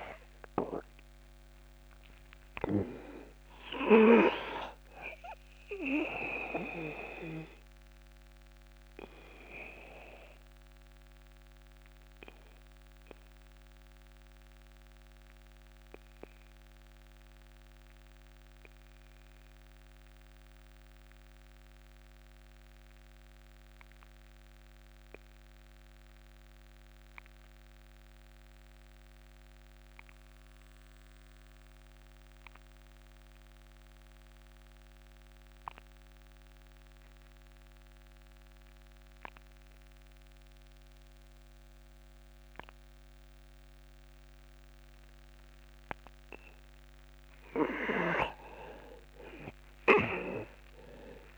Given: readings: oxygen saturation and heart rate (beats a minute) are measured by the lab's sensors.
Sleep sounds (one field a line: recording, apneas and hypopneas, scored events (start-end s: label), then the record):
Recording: breathing in sleep by a microphone on the trachea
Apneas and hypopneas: 1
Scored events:
0.00-26.50 s: oxygen desaturation (device-marked, oxygen 89% lowest)
5.50-46.00 s: obstructive apnea (oxygen 99% before, 87% lowest)
38.50-51.38 s: new sleep stage, N2 (light sleep)
47.50-51.38 s: oxygen desaturation (device-marked, oxygen 98% before, 87% lowest)
49.50-51.38 s: arousal
From the record:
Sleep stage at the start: REM sleep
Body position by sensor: on the back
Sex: male